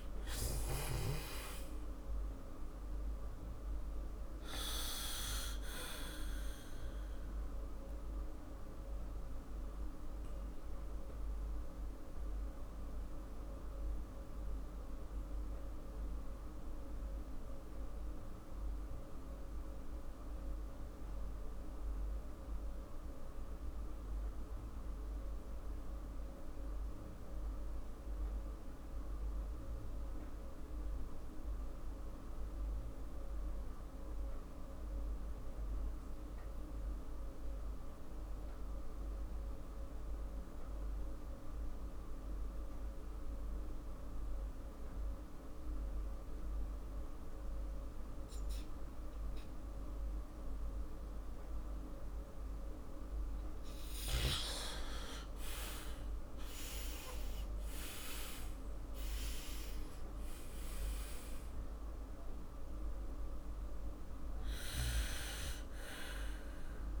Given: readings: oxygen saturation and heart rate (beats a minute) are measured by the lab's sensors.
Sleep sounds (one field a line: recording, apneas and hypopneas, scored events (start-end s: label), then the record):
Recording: breathing in sleep by a room microphone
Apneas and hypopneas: 1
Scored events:
8.50-54.00 s: mixed apnea (oxygen 98% before, 85% lowest, heart rate 52 before, 41 extreme, up 16 after)
28.50-48.50 s: oxygen desaturation (device-marked, oxygen 97% before, 86% lowest, heart rate 49 before, 41 extreme)
56.00-61.00 s: arousal
60.50-67.00 s: new sleep stage, REM sleep
From the record:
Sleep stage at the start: N2 (light sleep)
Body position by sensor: on the back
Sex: male